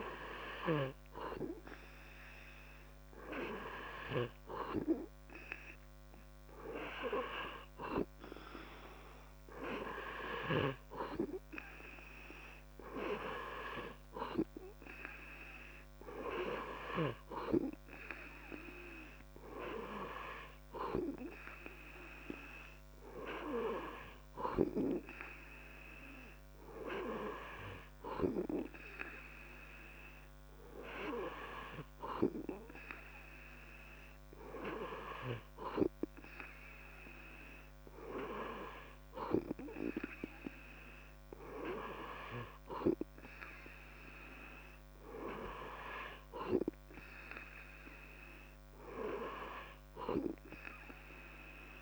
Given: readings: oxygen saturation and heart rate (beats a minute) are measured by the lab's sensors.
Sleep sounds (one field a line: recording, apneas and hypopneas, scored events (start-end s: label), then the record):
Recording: breathing in sleep by a microphone on the trachea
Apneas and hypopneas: none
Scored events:
none scored
From the record:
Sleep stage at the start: N2 (light sleep)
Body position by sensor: on the back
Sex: male